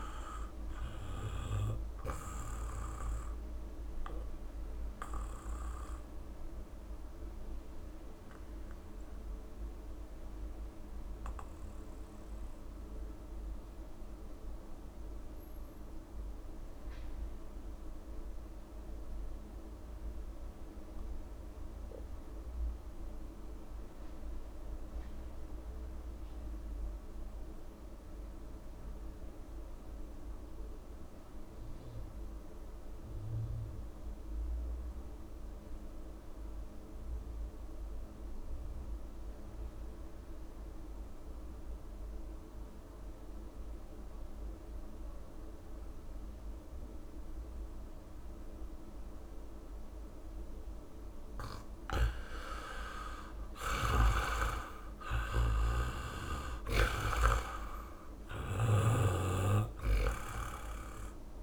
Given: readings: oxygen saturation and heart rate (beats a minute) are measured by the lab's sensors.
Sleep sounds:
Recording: breathing in sleep by a room microphone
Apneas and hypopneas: 1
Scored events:
0.00-16.00 s: oxygen desaturation (device-marked, oxygen 83% lowest)
2.50-51.00 s: mixed apnea (oxygen 98% before, 78% lowest)
27.00-61.43 s: new sleep stage, REM sleep
33.00-61.43 s: oxygen desaturation (device-marked, oxygen 98% before, 78% lowest)
From the record:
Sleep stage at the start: N2 (light sleep)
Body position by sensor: on the back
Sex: male

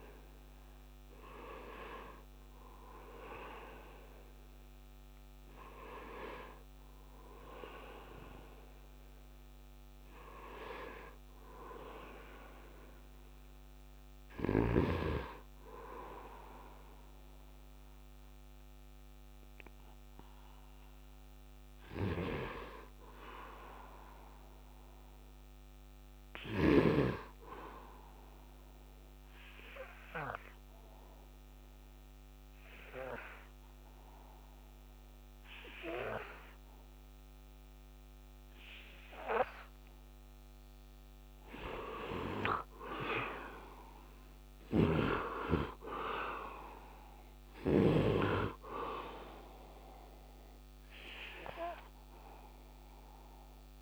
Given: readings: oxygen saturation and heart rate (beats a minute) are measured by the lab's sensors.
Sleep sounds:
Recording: breathing in sleep by a microphone on the trachea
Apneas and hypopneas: 1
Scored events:
0.00-3.50 s: oxygen desaturation (device-marked, oxygen 58% lowest, heart rate 70 extreme)
0.50-53.82 s: new sleep stage, N1 (lightest sleep)
29.00-40.00 s: obstructive apnea (oxygen 100% before, 78% lowest, heart rate 73 before, 69 extreme, up 9 after)
33.50-53.82 s: oxygen desaturation (device-marked, oxygen 98% before, 82% lowest, heart rate 72 before, 69 extreme)
42.50-47.00 s: arousal
44.50-48.00 s: snoring (device-marked)
From the record:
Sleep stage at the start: N2 (light sleep)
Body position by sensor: on the right side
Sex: male

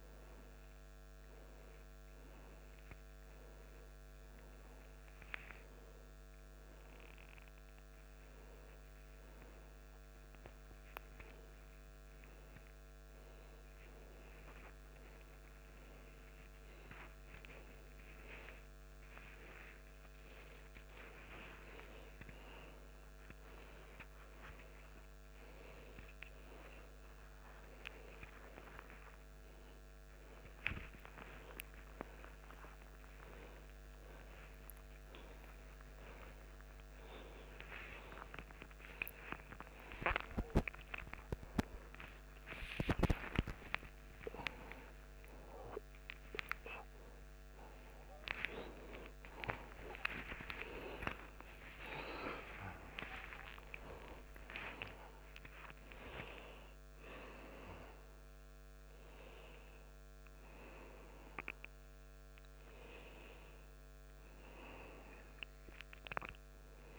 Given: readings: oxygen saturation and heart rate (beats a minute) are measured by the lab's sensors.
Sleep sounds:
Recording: a person awake in a sleep study, by a microphone on the trachea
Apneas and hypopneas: none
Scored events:
3.50-18.50 s: oxygen desaturation (device-marked, oxygen 98% before, 95% lowest)
59.50-66.99 s: oxygen desaturation (device-marked, oxygen 97% before, 90% lowest)
From the record:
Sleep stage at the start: awake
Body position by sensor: upright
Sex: male

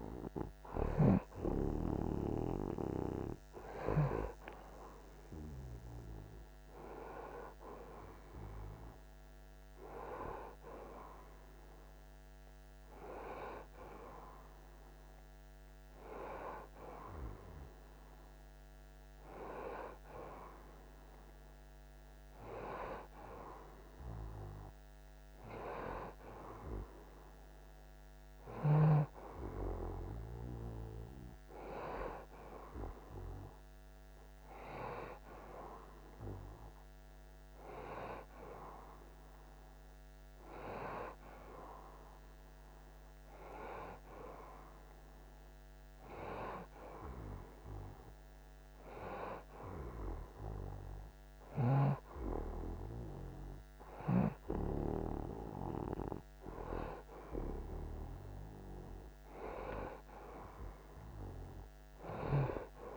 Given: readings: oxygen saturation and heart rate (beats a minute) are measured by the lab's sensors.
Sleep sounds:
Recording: breathing in sleep by a microphone on the trachea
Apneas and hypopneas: none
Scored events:
0.00-1.50 s: snoring (device-marked)
60.00-62.97 s: arousal
From the record:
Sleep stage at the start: N1 (lightest sleep)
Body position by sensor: on the right side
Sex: male

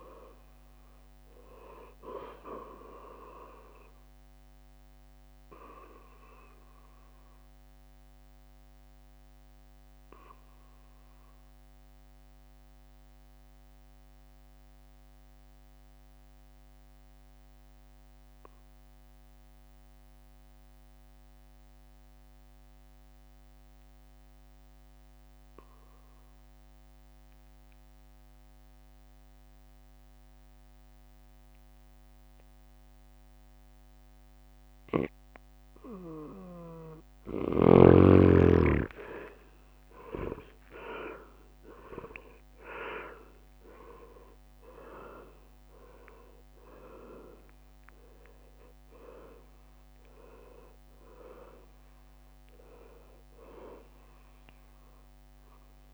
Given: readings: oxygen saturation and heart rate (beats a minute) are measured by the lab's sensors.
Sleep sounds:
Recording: breathing in sleep by a microphone on the trachea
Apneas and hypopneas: 1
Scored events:
0.00-7.50 s: drop in pulse transit time (device-marked, heart rate 65 extreme)
0.00-8.50 s: oxygen desaturation (device-marked, oxygen 93% lowest, heart rate 57 extreme)
7.00-36.50 s: mixed apnea (oxygen 99% before, 89% lowest, heart rate 72 before, 57 extreme, up 11 after)
13.50-22.50 s: oxygen desaturation (device-marked, oxygen 94% before, 91% lowest, heart rate 70 before, 60 extreme)
36.50-55.94 s: oxygen desaturation (device-marked, oxygen 100% before, 89% lowest, heart rate 61 before, 59 extreme)
40.00-45.00 s: arousal
41.50-55.94 s: drop in pulse transit time (device-marked, heart rate 62 before, 65 extreme)
44.00-53.00 s: leg movement (device-marked)
From the record:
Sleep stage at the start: N2 (light sleep)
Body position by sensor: on the back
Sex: male

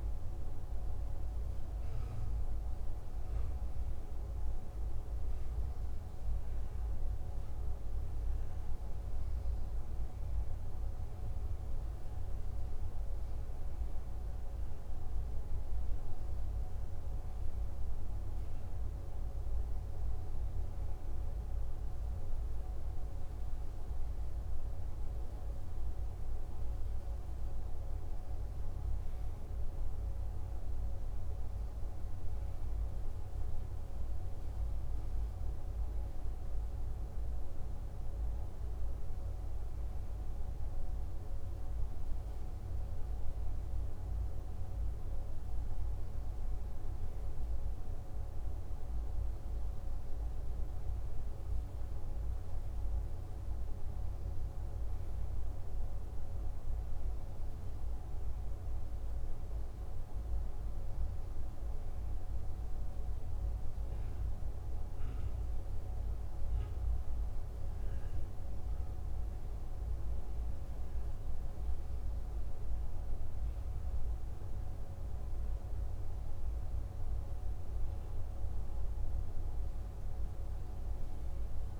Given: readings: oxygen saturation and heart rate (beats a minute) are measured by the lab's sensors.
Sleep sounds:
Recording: breathing in sleep, hard to hear, by a room microphone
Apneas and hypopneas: none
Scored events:
none scored
From the record:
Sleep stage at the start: N2 (light sleep)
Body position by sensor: on the back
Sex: male

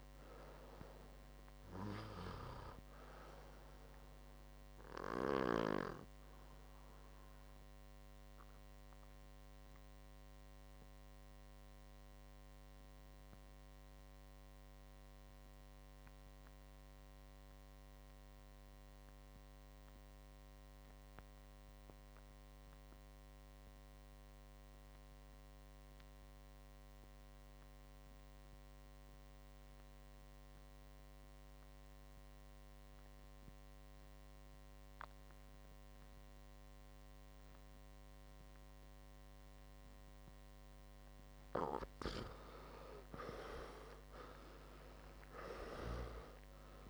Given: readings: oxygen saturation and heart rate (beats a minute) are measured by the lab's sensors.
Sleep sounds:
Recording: breathing in sleep by a microphone on the trachea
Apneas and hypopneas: 1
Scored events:
0.00-22.50 s: oxygen desaturation (device-marked, oxygen 89% lowest, heart rate 43 extreme)
6.50-40.50 s: obstructive apnea (oxygen 97% before, 85% lowest, heart rate 52 before, 52 extreme, up 6 after)
41.50-46.89 s: oxygen desaturation (device-marked, oxygen 98% before, 92% lowest, heart rate 58 before, 54 extreme)
42.50-46.89 s: arousal
From the record:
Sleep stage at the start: REM sleep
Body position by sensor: on the right side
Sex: male

